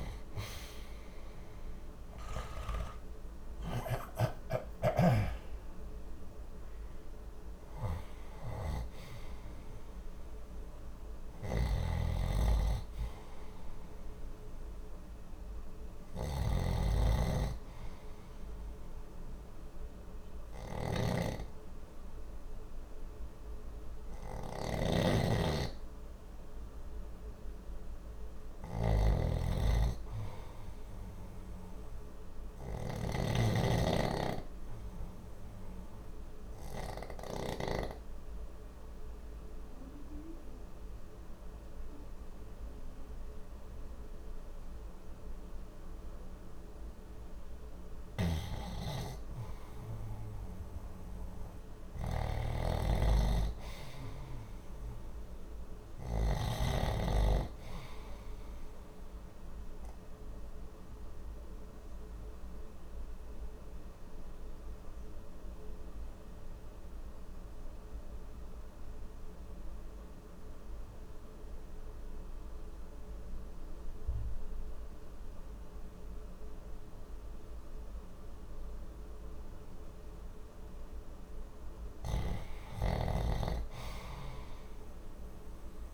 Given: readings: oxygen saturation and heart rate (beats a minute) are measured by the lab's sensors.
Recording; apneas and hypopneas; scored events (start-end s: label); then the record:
breathing in sleep by a room microphone; 2
0.00-34.50 s: oxygen desaturation (device-marked, oxygen 86% lowest, heart rate 59 extreme)
11.00-32.50 s: snoring (device-marked)
33.00-48.00 s: obstructive apnea (oxygen 90% before, 89% lowest, heart rate 62 before, 59 extreme, up 2 after)
47.50-56.00 s: snoring (device-marked)
50.50-55.00 s: arousal
59.50-79.00 s: obstructive apnea (oxygen 97% before, 86% lowest, heart rate 61 before, 59 extreme, up 6 after)
65.50-78.50 s: oxygen desaturation (device-marked, oxygen 94% before, 89% lowest, heart rate 61 before, 59 extreme)
82.00-85.94 s: arousal
82.50-85.94 s: snoring (device-marked)
From the record:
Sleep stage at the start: N2 (light sleep); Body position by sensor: on the left side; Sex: male